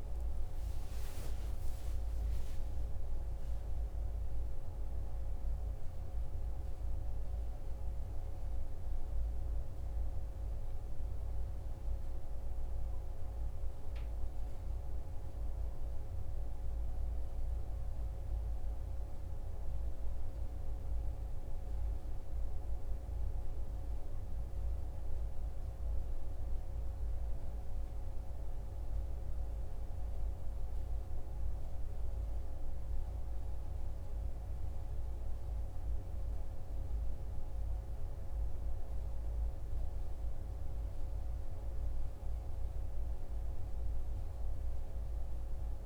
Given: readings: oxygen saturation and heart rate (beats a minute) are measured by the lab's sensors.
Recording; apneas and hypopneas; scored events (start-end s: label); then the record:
a person awake in a sleep study, hard to hear, by a room microphone; none
none scored
From the record:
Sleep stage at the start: awake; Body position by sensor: on the right side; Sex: male